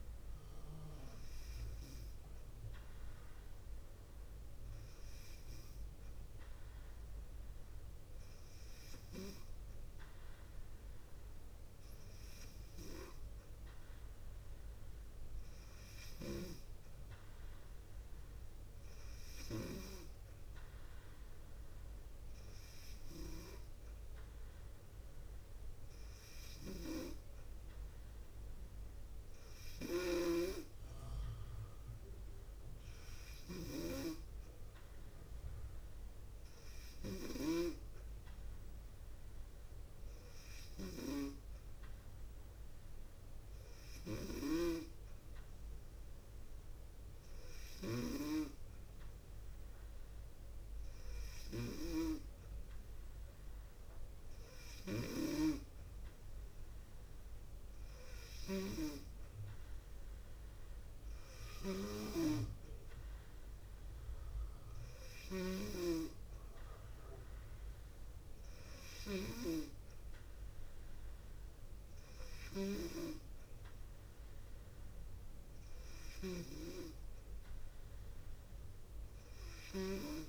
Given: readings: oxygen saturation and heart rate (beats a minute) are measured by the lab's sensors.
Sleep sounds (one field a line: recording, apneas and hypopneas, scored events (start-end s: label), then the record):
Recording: breathing in sleep by a room microphone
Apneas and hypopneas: none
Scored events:
none scored
From the record:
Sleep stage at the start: N2 (light sleep)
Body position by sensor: on the left side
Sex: female